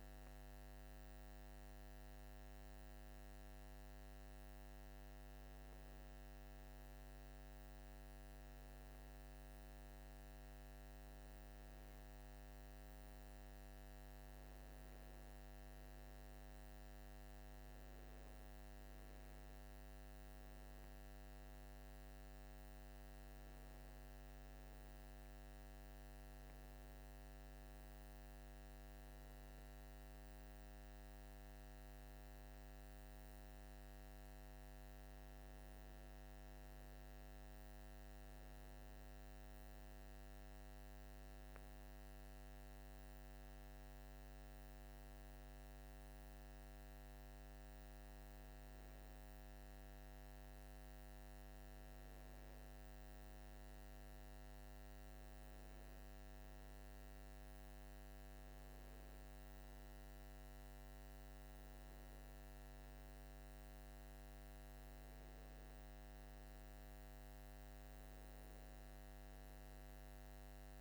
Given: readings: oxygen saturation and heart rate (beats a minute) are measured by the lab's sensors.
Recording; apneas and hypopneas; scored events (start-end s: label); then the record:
a person awake in a sleep study, hard to hear, by a microphone on the trachea; none
29.50-70.81 s: new sleep stage, awake
From the record:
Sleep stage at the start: N2 (light sleep); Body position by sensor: on the right side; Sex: male